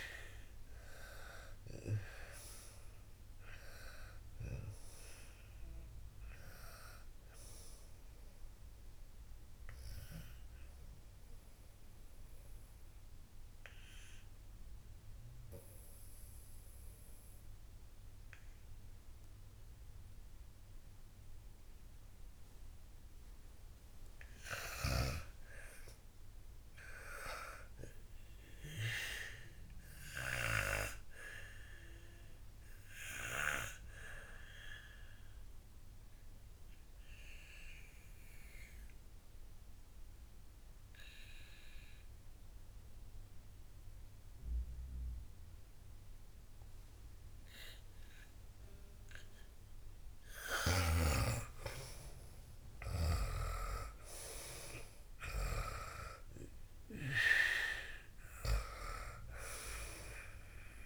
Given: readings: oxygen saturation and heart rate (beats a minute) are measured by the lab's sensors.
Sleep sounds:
breathing in sleep by a room microphone; 2
0.00-5.00 s: arousal
12.50-24.50 s: obstructive apnea (oxygen 98% before, 93% lowest, heart rate 71 before, 54 extreme, up 23 after)
26.00-29.50 s: arousal
32.00-50.50 s: obstructive apnea (oxygen 98% before, 93% lowest, heart rate 60 before, 61 extreme, up 55 after)
52.00-56.50 s: arousal
58.00-60.86 s: oxygen desaturation (device-marked, oxygen 97% before, 93% lowest, heart rate 80 before, 56 extreme)
From the record:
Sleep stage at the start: N2 (light sleep); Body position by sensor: on the back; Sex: female

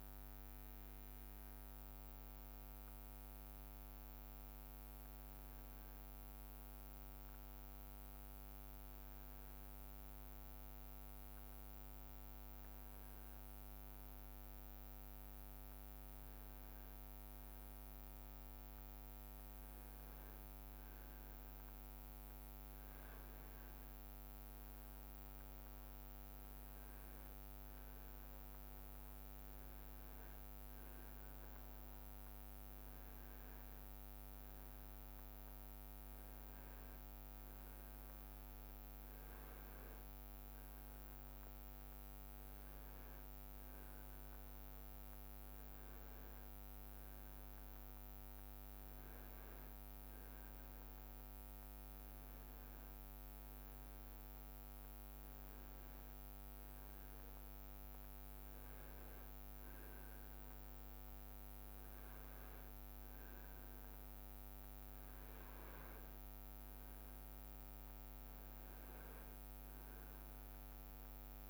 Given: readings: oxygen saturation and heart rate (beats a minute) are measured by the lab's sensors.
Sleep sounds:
breathing in sleep, hard to hear, by a microphone on the trachea; none
11.00-71.50 s: new sleep stage, N2 (light sleep)
From the record:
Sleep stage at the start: N1 (lightest sleep); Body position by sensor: on the right side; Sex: male

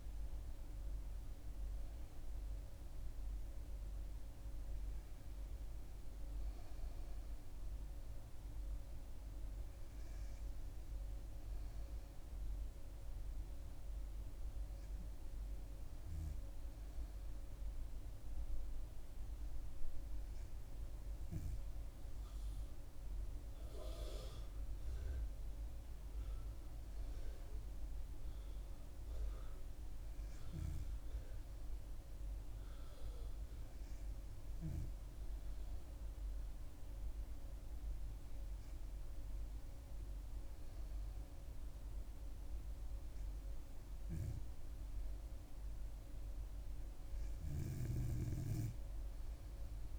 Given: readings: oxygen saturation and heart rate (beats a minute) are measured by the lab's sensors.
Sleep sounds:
breathing in sleep by a room microphone; none
none scored
From the record:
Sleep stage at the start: N2 (light sleep); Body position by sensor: on the back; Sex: female

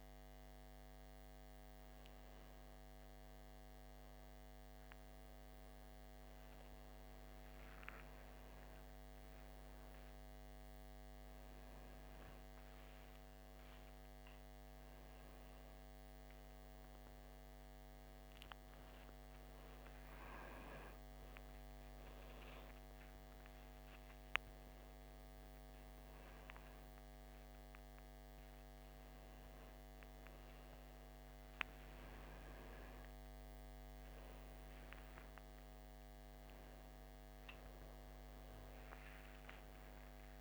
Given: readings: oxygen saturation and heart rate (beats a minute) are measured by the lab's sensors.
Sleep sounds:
a person awake in a sleep study, hard to hear, by a microphone on the trachea; none
none scored
From the record:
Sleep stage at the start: awake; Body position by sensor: upright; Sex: male

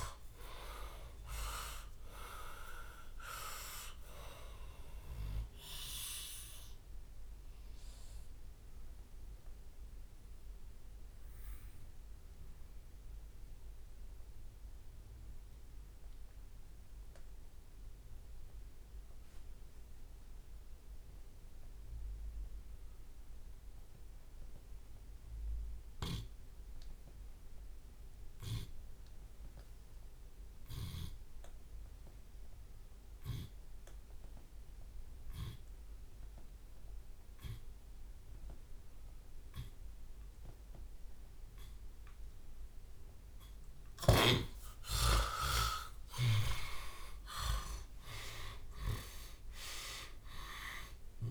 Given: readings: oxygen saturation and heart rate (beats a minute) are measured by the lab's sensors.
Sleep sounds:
breathing in sleep by a room microphone; 1
0.00-2.00 s: long interval between heartbeats (device-marked, heart rate 71 before, 82 extreme)
0.00-3.00 s: arousal
3.00 s: drop in pulse transit time (device-marked)
4.00-6.00 s: long interval between heartbeats (device-marked, heart rate 70 before, 60 extreme)
5.00-13.00 s: drop in pulse transit time (device-marked, heart rate 70 before, 43 extreme)
7.00-43.00 s: obstructive apnea (oxygen 97% before, 72% lowest)
12.00-14.00 s: long interval between heartbeats (device-marked, heart rate 66 before, 45 extreme)
21.00-35.00 s: oxygen desaturation (device-marked, oxygen 94% before, 78% lowest)
23.00-25.00 s: long interval between heartbeats (device-marked, heart rate 46 before, 47 extreme)
26.00-28.00 s: long interval between heartbeats (device-marked, heart rate 43 before, 41 extreme)
30.00-31.00 s: drop in pulse transit time (device-marked, heart rate 41 before, 43 extreme)
31.50-33.50 s: long interval between heartbeats (device-marked, heart rate 41 before, 56 extreme)
35.50-37.50 s: long interval between heartbeats (device-marked, heart rate 44 before, 61 extreme)
37.50-39.50 s: long interval between heartbeats (device-marked, heart rate 46 before, 59 extreme)
38.00-50.00 s: drop in pulse transit time (device-marked, heart rate 47 before, 59 extreme)
39.50-41.50 s: long interval between heartbeats (device-marked, heart rate 48 before, 67 extreme)
41.50-43.50 s: long interval between heartbeats (device-marked, heart rate 52 before, 77 extreme)
44.00-48.50 s: arousal
45.00-47.00 s: long interval between heartbeats (device-marked, heart rate 59 before, 89 extreme)
From the record:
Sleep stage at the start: N2 (light sleep); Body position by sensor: on the left side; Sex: male

